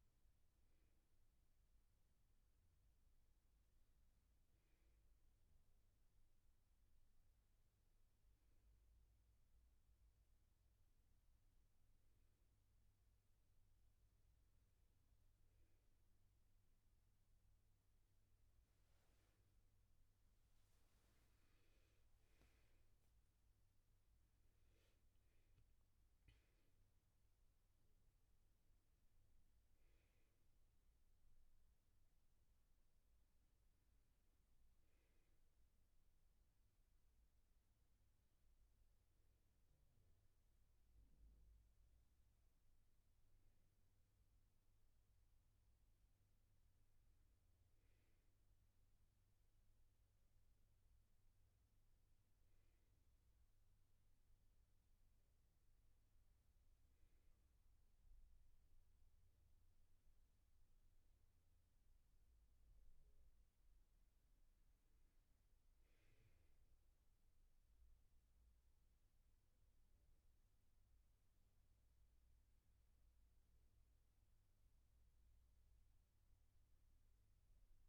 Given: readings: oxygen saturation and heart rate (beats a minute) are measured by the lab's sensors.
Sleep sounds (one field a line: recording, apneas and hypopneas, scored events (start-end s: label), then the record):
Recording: a person partly awake in a sleep study, hard to hear, by a room microphone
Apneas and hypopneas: none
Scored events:
32.50-77.89 s: new sleep stage, N1 (lightest sleep)
From the record:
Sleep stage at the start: awake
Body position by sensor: on the back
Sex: male